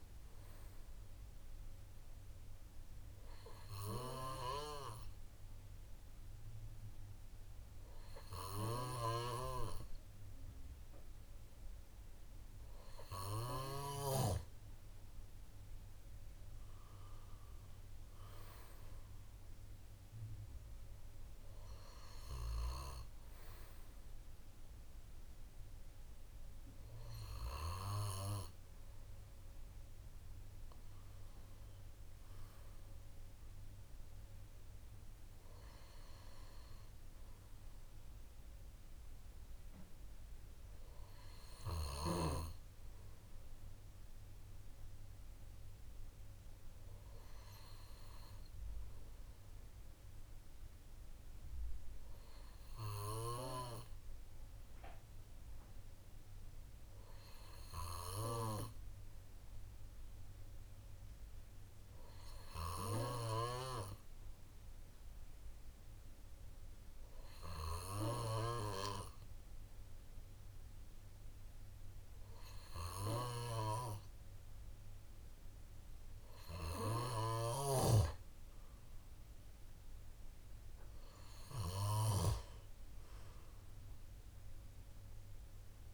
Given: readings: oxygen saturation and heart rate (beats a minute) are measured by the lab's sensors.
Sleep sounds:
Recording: a person awake in a sleep study, by a room microphone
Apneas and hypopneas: none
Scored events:
8.50-14.00 s: snoring (device-marked)
77.00-85.94 s: snoring (device-marked)
From the record:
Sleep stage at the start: awake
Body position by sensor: on the left side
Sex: male

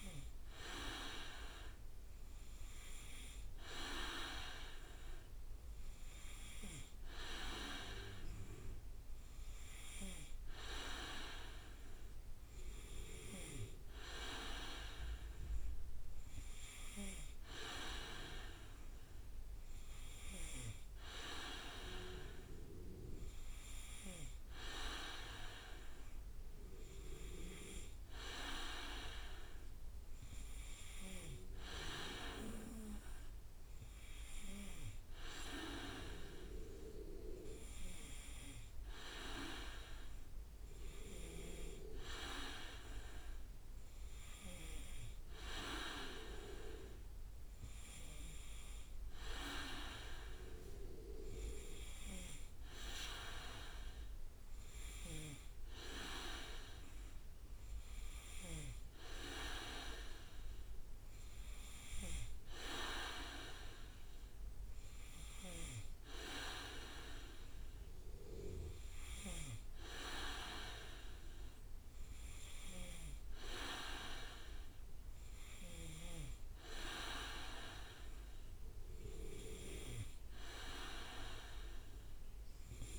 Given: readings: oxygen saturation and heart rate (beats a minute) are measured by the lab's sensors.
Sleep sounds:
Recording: breathing in sleep by a room microphone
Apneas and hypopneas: none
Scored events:
49.00-51.00 s: leg movement (device-marked)
From the record:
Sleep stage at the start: N2 (light sleep)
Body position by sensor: on the back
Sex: male

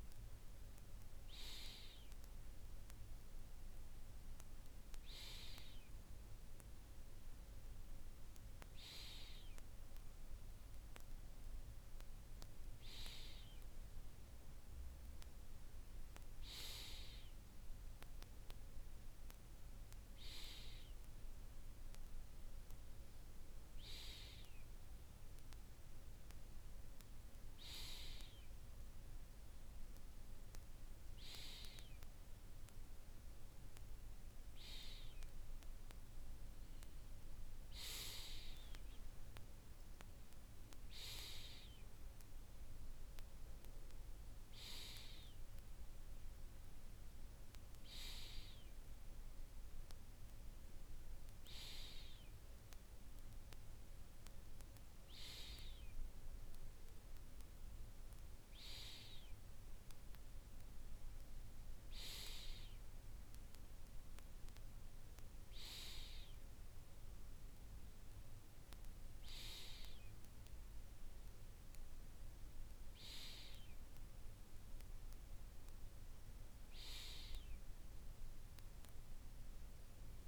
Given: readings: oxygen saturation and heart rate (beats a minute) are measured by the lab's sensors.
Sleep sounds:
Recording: breathing in sleep by a room microphone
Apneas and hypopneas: none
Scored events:
none scored
From the record:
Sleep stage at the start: N2 (light sleep)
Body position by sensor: on the right side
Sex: male

